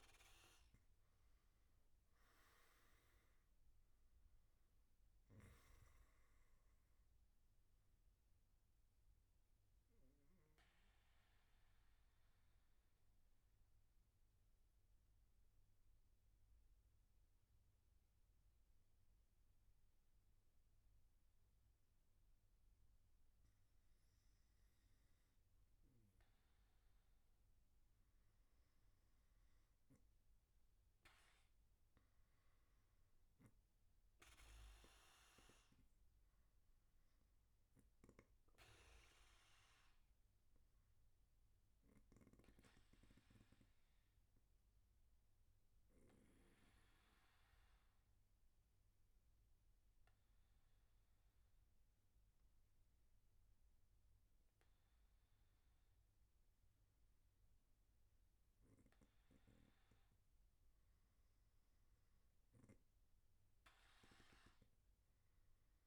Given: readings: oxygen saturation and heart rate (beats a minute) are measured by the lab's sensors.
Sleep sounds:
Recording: breathing in sleep, hard to hear, by a room microphone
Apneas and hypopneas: 2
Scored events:
9.00-26.00 s: mixed apnea (oxygen 97% before, 93% lowest, heart rate 111 before, 89 extreme, up 12 after)
40.00-57.00 s: obstructive apnea (oxygen 97% before, 94% lowest, heart rate 114 before, 95 extreme, up 4 after)
From the record:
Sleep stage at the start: N1 (lightest sleep)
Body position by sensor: on the back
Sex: male

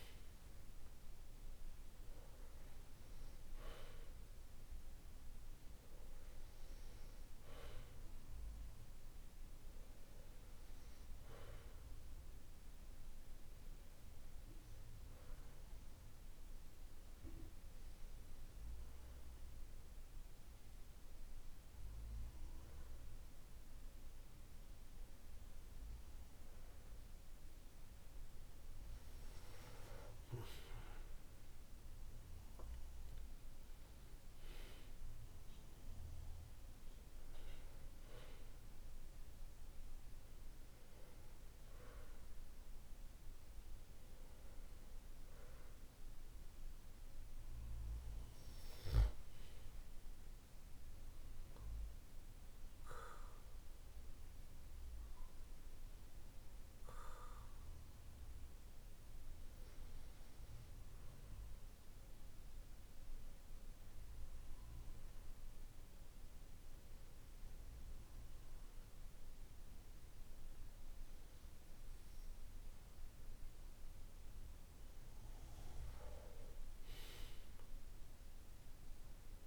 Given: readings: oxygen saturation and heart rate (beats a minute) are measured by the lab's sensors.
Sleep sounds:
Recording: breathing in sleep by a room microphone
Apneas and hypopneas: 2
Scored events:
0.00-9.00 s: oxygen desaturation (device-marked, oxygen 92% lowest, heart rate 49 extreme)
14.50-27.50 s: hypopnea (oxygen 95% before, 94% lowest, heart rate 51 before, 48 extreme, up 8 after)
30.00-34.50 s: arousal
51.00-55.00 s: arousal
59.50-72.50 s: hypopnea (oxygen 95% before, 93% lowest, heart rate 51 before, 49 extreme, up 4 after)
76.00-79.47 s: arousal
From the record:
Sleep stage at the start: N2 (light sleep)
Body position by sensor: on the back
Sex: male

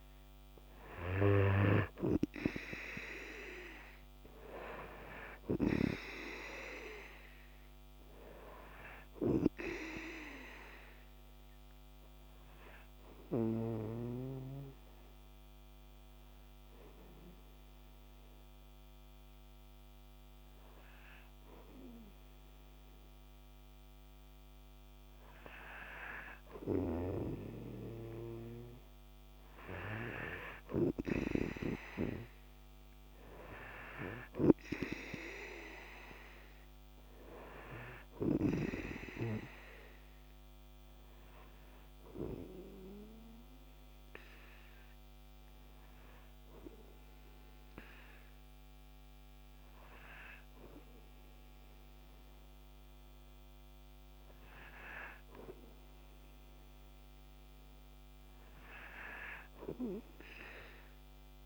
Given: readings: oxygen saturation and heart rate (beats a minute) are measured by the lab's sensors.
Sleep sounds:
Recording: breathing in sleep by a microphone on the trachea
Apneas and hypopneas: 2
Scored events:
0.00-4.00 s: arousal
0.00-5.50 s: oxygen desaturation (device-marked, oxygen 93% lowest, heart rate 51 extreme)
12.00-27.00 s: hypopnea (oxygen 96% before, 92% lowest, heart rate 51 before, 50 extreme, up 3 after)
30.50-40.50 s: oxygen desaturation (device-marked, oxygen 96% before, 92% lowest, heart rate 52 before, 50 extreme)
31.00-35.00 s: arousal
31.00-39.00 s: snoring (device-marked)
43.00-55.00 s: hypopnea (oxygen 96% before, 91% lowest, heart rate 53 before, 50 extreme, up 3 after)
58.00-61.46 s: arousal
58.50-61.46 s: oxygen desaturation (device-marked, oxygen 96% before, 92% lowest, heart rate 52 before, 53 extreme)
From the record:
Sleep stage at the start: N2 (light sleep)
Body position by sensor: on the right side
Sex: male

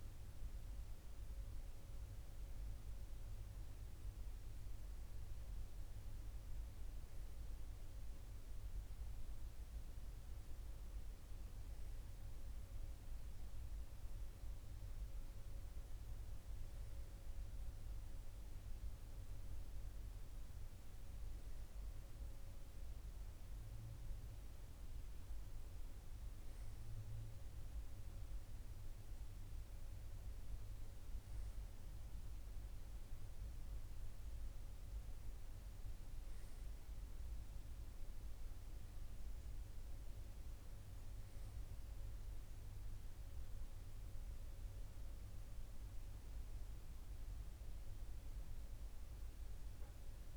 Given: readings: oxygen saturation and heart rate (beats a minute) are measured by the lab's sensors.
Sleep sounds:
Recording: a person awake in a sleep study, hard to hear, by a room microphone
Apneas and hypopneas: none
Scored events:
none scored
From the record:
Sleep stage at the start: awake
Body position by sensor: on the right side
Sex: male

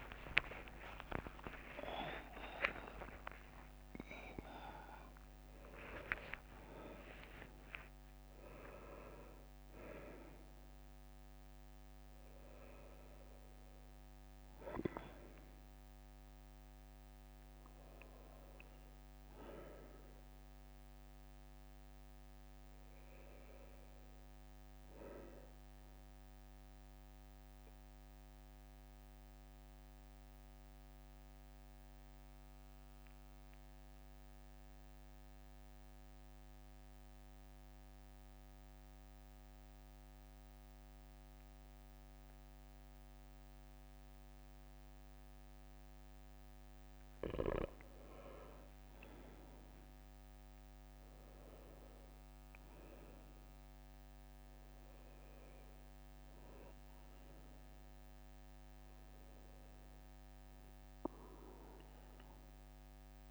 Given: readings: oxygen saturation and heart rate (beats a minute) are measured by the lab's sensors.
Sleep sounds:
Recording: a person partly awake in a sleep study, by a microphone on the trachea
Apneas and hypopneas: 1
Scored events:
0.00-2.00 s: tachycardia (device-marked, heart rate 171 extreme)
0.50-2.50 s: long interval between heartbeats (device-marked, heart rate 82 before, 170 extreme)
26.00-56.00 s: new sleep stage, N1 (lightest sleep)
27.00-46.00 s: mixed apnea (oxygen 99% before, 93% lowest, heart rate 70 before, 66 extreme, up 3 after)
48.00-51.00 s: arousal
50.00-63.31 s: oxygen desaturation (device-marked, oxygen 99% before, 94% lowest, heart rate 68 before, 66 extreme)
56.00-63.31 s: new sleep stage, N2 (light sleep)
From the record:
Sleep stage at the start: awake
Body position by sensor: on the right side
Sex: male

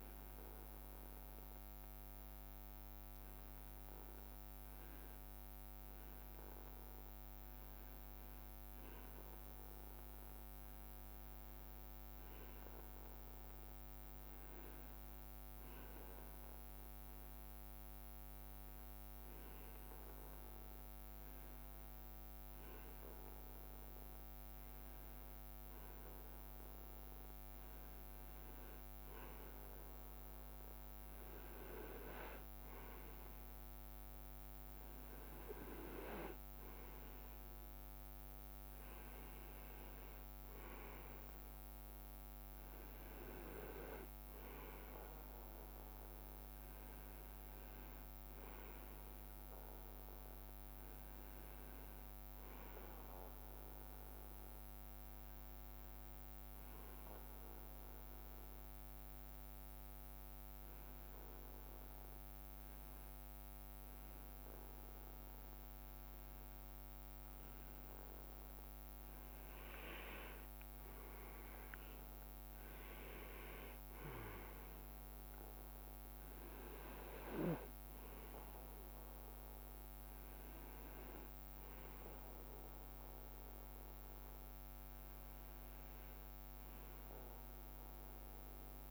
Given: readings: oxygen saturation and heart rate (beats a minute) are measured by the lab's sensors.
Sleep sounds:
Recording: breathing in sleep by a microphone on the trachea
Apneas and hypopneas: 1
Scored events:
56.00-67.50 s: hypopnea (oxygen 98% before, 97% lowest, heart rate 67 before, 62 extreme, up 10 after)
69.00-72.00 s: leg movement (device-marked)
69.00-73.00 s: arousal
From the record:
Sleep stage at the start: REM sleep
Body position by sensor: on the right side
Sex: male

